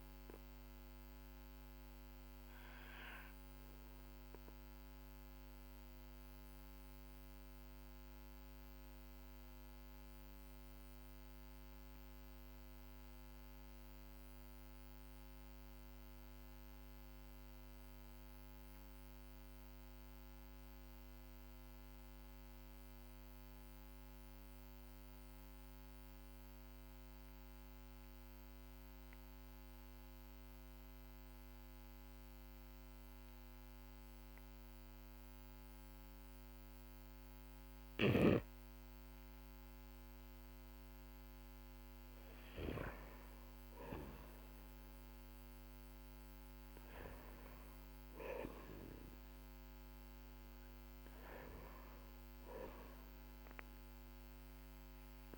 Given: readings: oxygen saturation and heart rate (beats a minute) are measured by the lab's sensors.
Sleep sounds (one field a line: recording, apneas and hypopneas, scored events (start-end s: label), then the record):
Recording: breathing in sleep by a microphone on the trachea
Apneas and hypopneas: 1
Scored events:
0.00-10.50 s: oxygen desaturation (device-marked, oxygen 93% lowest, heart rate 47 extreme)
6.50-38.00 s: obstructive apnea (oxygen 97% before, 92% lowest, heart rate 49 before, 49 extreme, up 4 after)
39.50-55.38 s: oxygen desaturation (device-marked, oxygen 99% before, 93% lowest, heart rate 53 before, 45 extreme)
45.50-51.00 s: arousal
From the record:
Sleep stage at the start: N2 (light sleep)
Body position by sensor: on the back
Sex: male